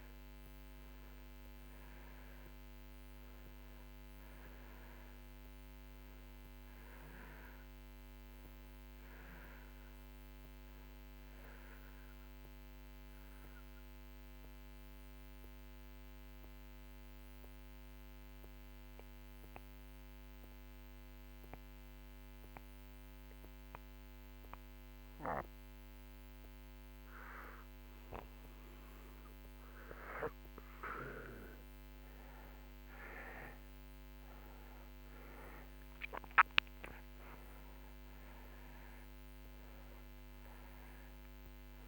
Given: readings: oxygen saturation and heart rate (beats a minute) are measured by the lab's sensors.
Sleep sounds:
breathing in sleep by a microphone on the trachea; 1
0.00-23.00 s: oxygen desaturation (device-marked, oxygen 86% lowest)
12.00-27.50 s: mixed apnea (oxygen 95% before, 84% lowest)
29.00-33.50 s: arousal
40.00-41.88 s: oxygen desaturation (device-marked, oxygen 95% before, 84% lowest)
From the record:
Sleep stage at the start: N2 (light sleep); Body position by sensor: on the back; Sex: male

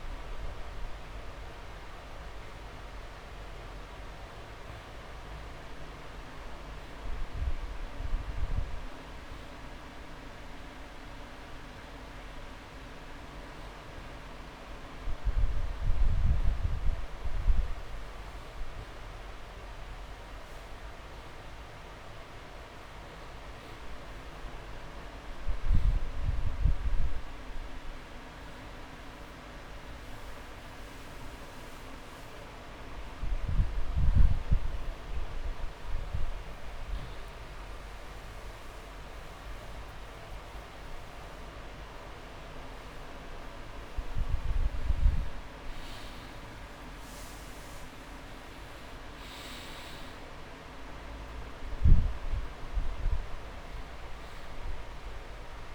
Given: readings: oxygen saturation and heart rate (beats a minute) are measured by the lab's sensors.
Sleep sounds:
breathing in sleep, hard to hear, by a room microphone; none
5.00-7.00 s: long interval between heartbeats (device-marked)
29.00-33.50 s: arousal
47.00-49.00 s: long interval between heartbeats (device-marked)
From the record:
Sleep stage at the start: N2 (light sleep); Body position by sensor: on the back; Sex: male

